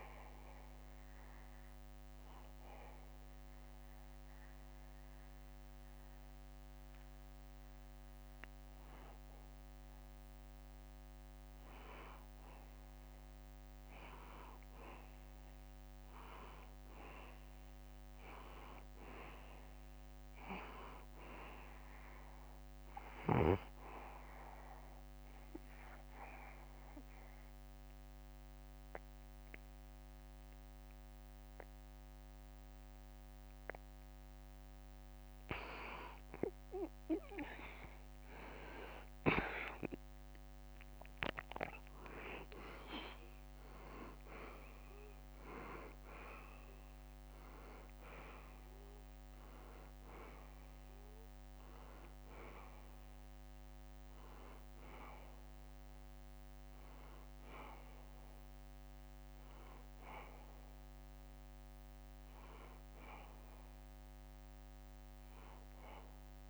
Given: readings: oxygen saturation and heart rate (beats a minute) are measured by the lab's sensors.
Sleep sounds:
breathing in sleep by a microphone on the trachea; 2
0.00-12.00 s: drop in pulse transit time (device-marked, heart rate 74 extreme)
0.00-26.00 s: oxygen desaturation (device-marked, oxygen 87% lowest, heart rate 72 extreme)
0.50-11.50 s: mixed apnea (oxygen 95% before, 87% lowest, heart rate 73 before, 73 extreme, up 0 after)
14.00-18.00 s: arousal
23.50-34.00 s: obstructive apnea (oxygen 92% before, 89% lowest, heart rate 75 before, 72 extreme, up 0 after)
40.00-45.00 s: arousal
43.00-55.00 s: drop in pulse transit time (device-marked, heart rate 74 before, 75 extreme)
44.00-66.50 s: new sleep stage, N1 (lightest sleep)
49.00-66.00 s: oxygen desaturation (device-marked, oxygen 94% before, 89% lowest, heart rate 75 before, 76 extreme)
From the record:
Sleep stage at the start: N2 (light sleep); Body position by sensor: on the back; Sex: male

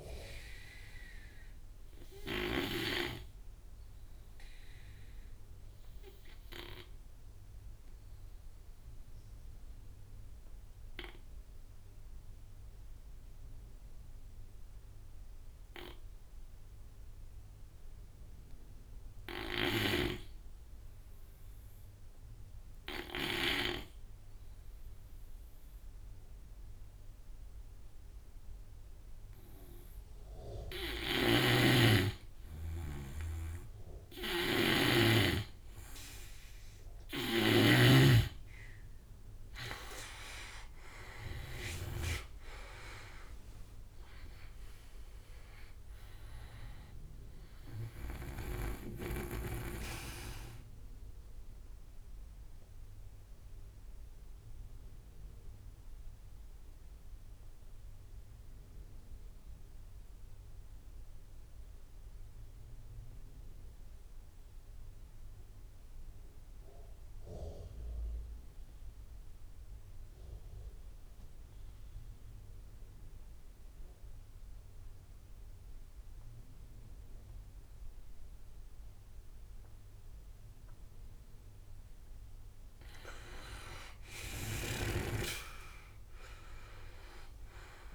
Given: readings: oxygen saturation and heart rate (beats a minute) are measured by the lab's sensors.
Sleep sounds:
breathing in sleep by a room microphone; 2
0.00-2.00 s: snoring (device-marked)
4.00-28.00 s: obstructive apnea (oxygen 97% before, 85% lowest)
18.50-22.50 s: snoring (device-marked)
30.00-41.00 s: snoring (device-marked)
31.00-35.00 s: arousal
32.50-59.50 s: oxygen desaturation (device-marked, oxygen 96% before, 85% lowest)
52.00-81.00 s: obstructive apnea (oxygen 97% before, 86% lowest)
79.50-87.94 s: oxygen desaturation (device-marked, oxygen 98% before, 90% lowest)
82.50-85.00 s: arousal
83.50-87.94 s: snoring (device-marked)
From the record:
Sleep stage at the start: N2 (light sleep); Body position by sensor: on the right side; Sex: male

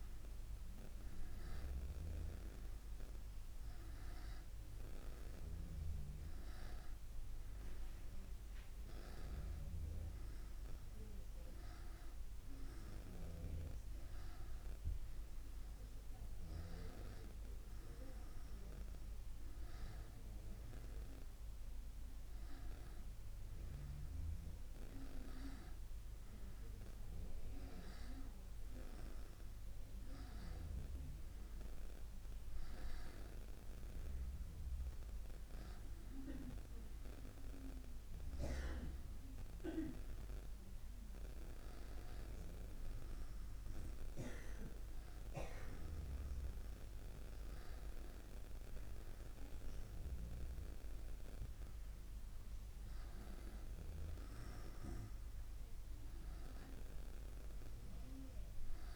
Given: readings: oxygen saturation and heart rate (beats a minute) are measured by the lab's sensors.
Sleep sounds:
breathing in sleep by a room microphone; none
none scored
From the record:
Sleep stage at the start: N2 (light sleep); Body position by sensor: on the back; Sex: male

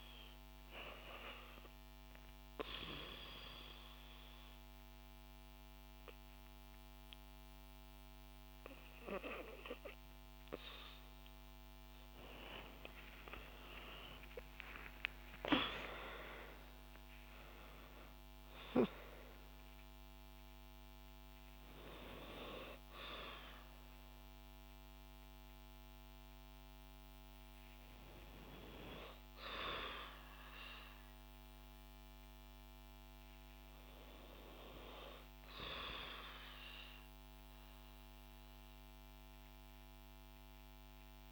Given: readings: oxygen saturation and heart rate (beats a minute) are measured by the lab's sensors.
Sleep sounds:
breathing in sleep by a microphone on the trachea; 1
0.00-12.00 s: oxygen desaturation (device-marked, oxygen 82% lowest, heart rate 70 extreme)
2.00-12.00 s: obstructive apnea (oxygen 89% before, 82% lowest, heart rate 72 before, 70 extreme, up 24 after)
12.50-16.50 s: arousal
24.00-37.00 s: oxygen desaturation (device-marked, oxygen 89% before, 83% lowest, heart rate 85 before, 61 extreme)
From the record:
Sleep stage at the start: REM sleep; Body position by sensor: on the back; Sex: female

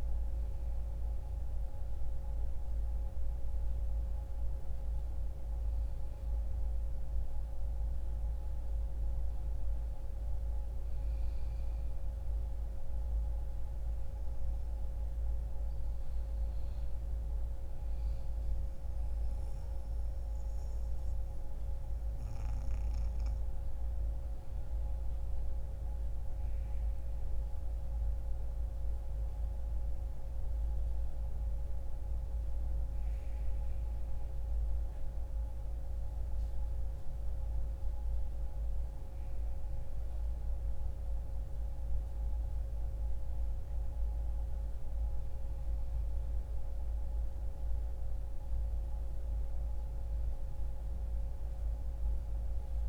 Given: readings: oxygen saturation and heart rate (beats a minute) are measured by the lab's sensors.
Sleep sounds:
breathing in sleep, hard to hear, by a room microphone; none
11.00-50.00 s: oxygen desaturation (device-marked, oxygen 96% before, 92% lowest, heart rate 63 before, 62 extreme)
From the record:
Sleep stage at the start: N1 (lightest sleep); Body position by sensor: on the back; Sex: male

